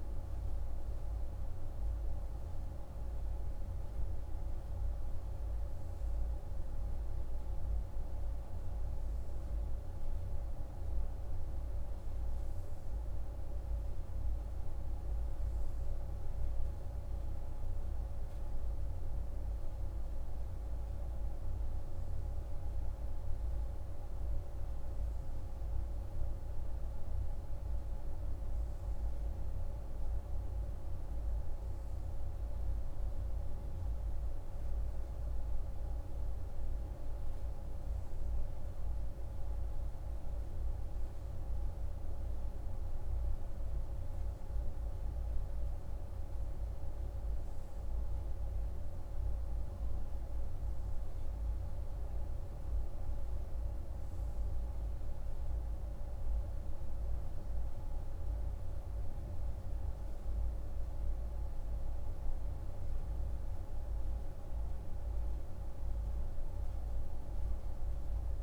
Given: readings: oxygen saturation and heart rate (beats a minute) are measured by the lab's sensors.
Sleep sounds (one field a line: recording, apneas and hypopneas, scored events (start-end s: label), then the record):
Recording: breathing in sleep, hard to hear, by a room microphone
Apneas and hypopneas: none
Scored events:
28.00-68.43 s: new sleep stage, N3 (deep sleep)
From the record:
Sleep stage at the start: N2 (light sleep)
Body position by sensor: on the right side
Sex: male